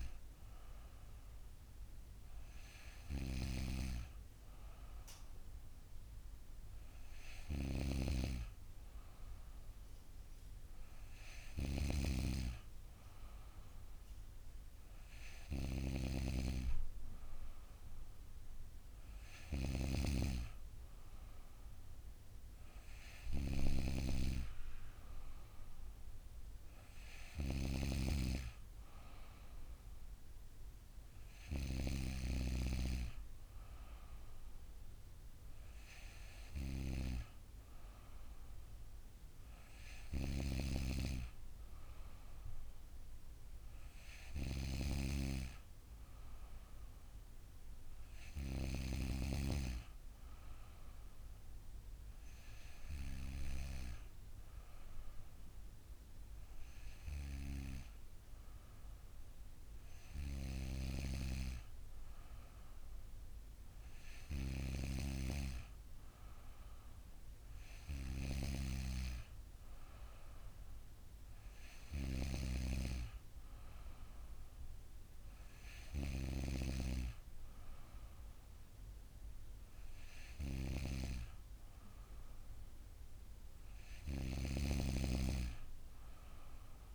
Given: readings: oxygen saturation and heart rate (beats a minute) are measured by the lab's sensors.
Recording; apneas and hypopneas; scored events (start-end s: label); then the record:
breathing in sleep by a room microphone; none
83.50-86.95 s: new sleep stage, N2 (light sleep)
From the record:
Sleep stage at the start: N3 (deep sleep); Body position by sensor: on the back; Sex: female